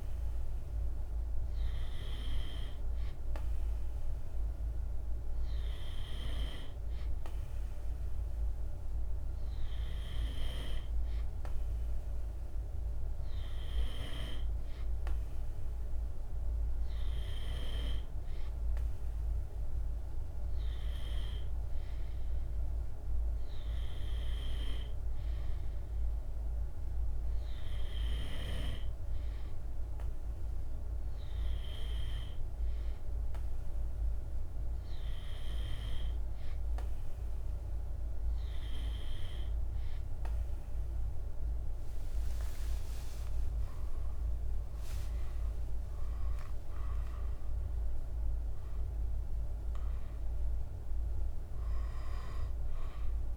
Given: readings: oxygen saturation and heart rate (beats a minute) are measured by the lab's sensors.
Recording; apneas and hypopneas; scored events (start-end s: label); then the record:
breathing in sleep by a room microphone; none
42.00-46.50 s: arousal
From the record:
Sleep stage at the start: N2 (light sleep); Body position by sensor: on the right side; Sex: male